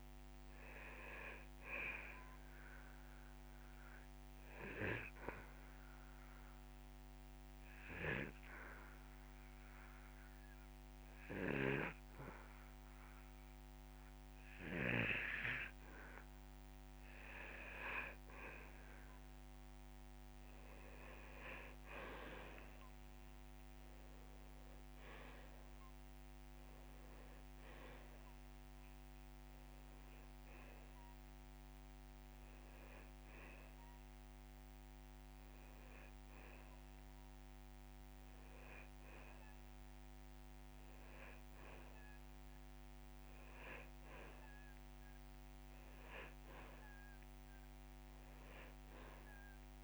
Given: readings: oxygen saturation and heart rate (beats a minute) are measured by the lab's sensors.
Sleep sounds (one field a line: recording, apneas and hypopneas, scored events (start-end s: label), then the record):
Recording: breathing in sleep by a microphone on the trachea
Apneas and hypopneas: 1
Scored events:
0.00-13.00 s: oxygen desaturation (device-marked, oxygen 92% lowest)
1.50-3.50 s: long interval between heartbeats (device-marked)
4.50-17.50 s: obstructive apnea (oxygen 97% before, 92% lowest)
13.50-15.50 s: long interval between heartbeats (device-marked)
21.00-24.50 s: arousal
34.00-49.84 s: oxygen desaturation (device-marked, oxygen 97% before, 92% lowest)
From the record:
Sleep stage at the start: N2 (light sleep)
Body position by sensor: on the back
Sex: male